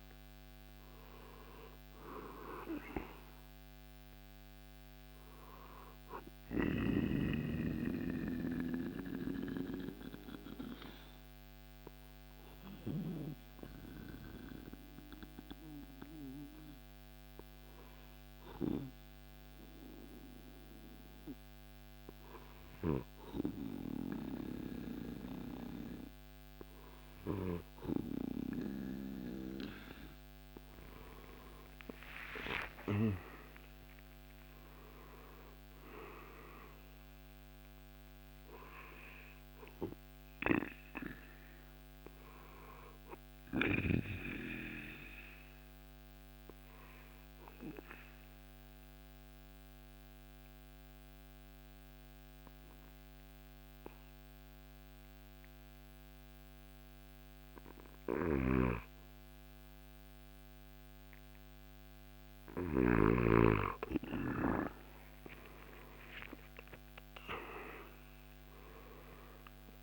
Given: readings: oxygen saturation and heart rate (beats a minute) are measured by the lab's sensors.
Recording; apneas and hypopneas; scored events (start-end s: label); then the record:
breathing in sleep by a microphone on the trachea; 2
0.00-1.50 s: arousal
0.00-9.00 s: drop in pulse transit time (device-marked, heart rate 63 extreme)
1.00-21.00 s: oxygen desaturation (device-marked, oxygen 97% before, 90% lowest, heart rate 63 before, 60 extreme)
7.00-29.50 s: hypopnea (oxygen 97% before, 89% lowest, heart rate 66 before, 60 extreme, up 13 after)
31.00-56.00 s: oxygen desaturation (device-marked, oxygen 97% before, 91% lowest, heart rate 62 before, 58 extreme)
31.50-36.50 s: arousal
33.00-46.00 s: drop in pulse transit time (device-marked, heart rate 63 before, 64 extreme)
46.50-61.50 s: mixed apnea (oxygen 97% before, 89% lowest, heart rate 66 before, 58 extreme, up 10 after)
58.00-63.00 s: snoring (device-marked)
64.50-69.50 s: arousal
68.00-69.83 s: drop in pulse transit time (device-marked, heart rate 63 before, 63 extreme)
From the record:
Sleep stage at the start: N2 (light sleep); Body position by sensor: on the back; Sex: male